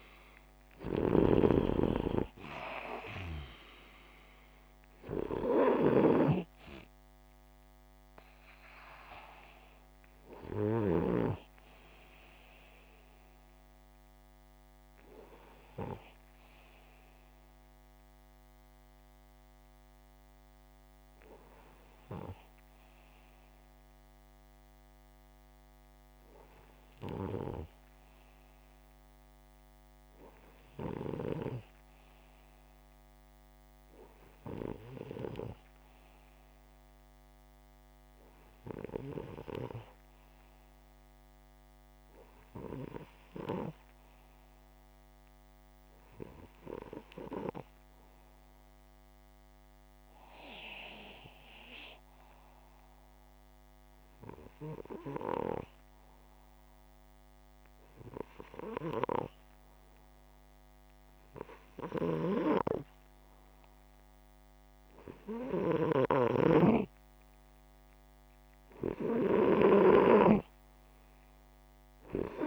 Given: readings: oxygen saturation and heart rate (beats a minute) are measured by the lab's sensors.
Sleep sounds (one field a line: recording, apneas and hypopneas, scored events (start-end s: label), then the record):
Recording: breathing in sleep by a microphone on the trachea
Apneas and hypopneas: 1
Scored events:
0.00-10.50 s: snoring (device-marked)
47.00-61.50 s: hypopnea (oxygen 96% before, 92% lowest, heart rate 128 before, 61 extreme, up 58 after)
65.00-69.50 s: arousal
65.00-72.47 s: snoring (device-marked)
From the record:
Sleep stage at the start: N2 (light sleep)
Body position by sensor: upright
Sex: male